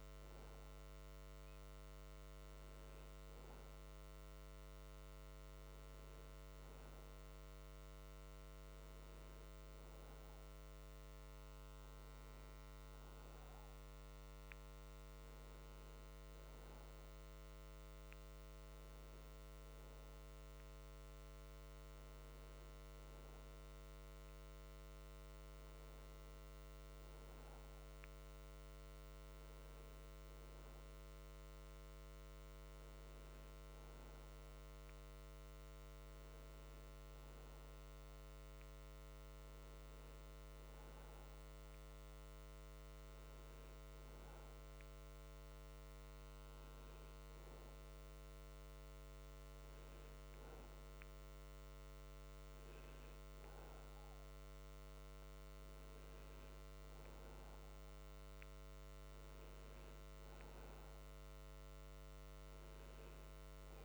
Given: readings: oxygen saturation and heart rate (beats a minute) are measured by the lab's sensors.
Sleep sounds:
breathing in sleep, hard to hear, by a microphone on the trachea; none
39.50-43.50 s: oxygen desaturation (device-marked, oxygen 96% before, 93% lowest)
From the record:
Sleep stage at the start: N2 (light sleep); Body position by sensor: on the back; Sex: male

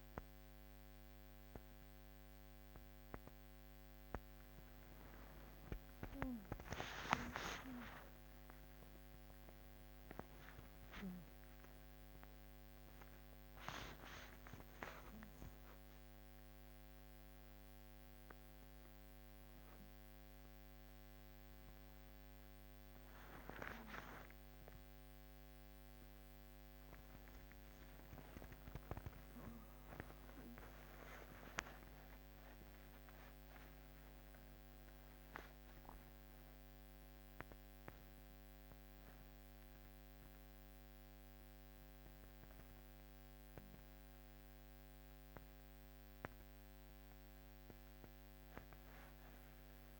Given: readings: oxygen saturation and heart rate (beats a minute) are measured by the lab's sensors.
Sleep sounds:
a person awake in a sleep study, by a microphone on the trachea; none
21.00-50.00 s: new sleep stage, awake
From the record:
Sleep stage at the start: N2 (light sleep); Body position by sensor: on the back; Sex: female

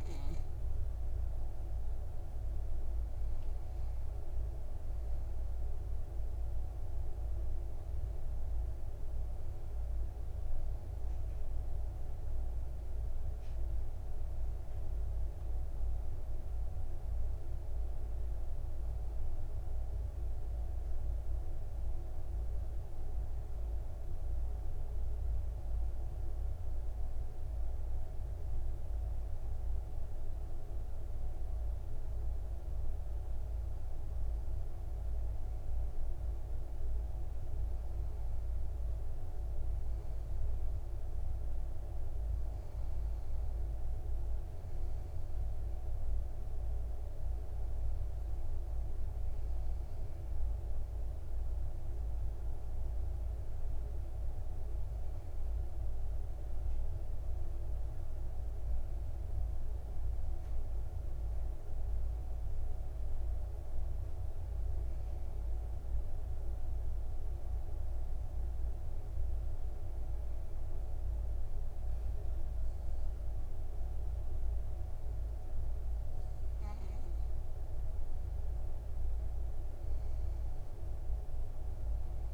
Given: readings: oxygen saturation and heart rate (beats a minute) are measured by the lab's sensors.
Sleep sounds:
breathing in sleep, hard to hear, by a room microphone; 2
26.00-38.50 s: obstructive apnea (oxygen 97% before, 93% lowest, heart rate 59 before, 56 extreme, up 4 after)
41.00-45.00 s: arousal
66.50-77.50 s: obstructive apnea (oxygen 97% before, 93% lowest, heart rate 57 before, 55 extreme, up 7 after)
From the record:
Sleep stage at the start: N2 (light sleep); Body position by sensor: on the back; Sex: male

